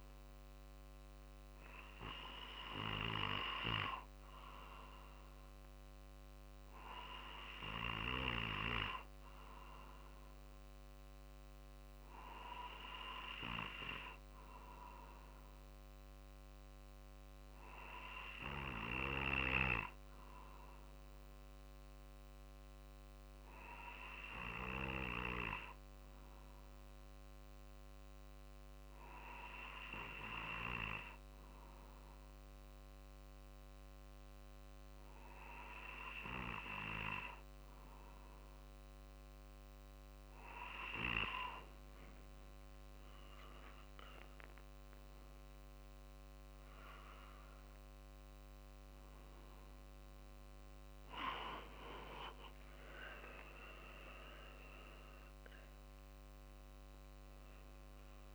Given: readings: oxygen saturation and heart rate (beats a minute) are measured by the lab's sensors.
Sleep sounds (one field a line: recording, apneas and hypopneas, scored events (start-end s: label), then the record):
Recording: breathing in sleep by a microphone on the trachea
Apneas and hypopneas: 1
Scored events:
0.00-2.00 s: arousal
19.50-38.00 s: hypopnea (oxygen 95% before, 93% lowest, heart rate 48 before, 46 extreme, up 5 after)
41.00-45.00 s: arousal
48.00-58.35 s: drop in pulse transit time (device-marked, heart rate 48 before, 47 extreme)
From the record:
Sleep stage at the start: N2 (light sleep)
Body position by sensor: on the back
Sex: male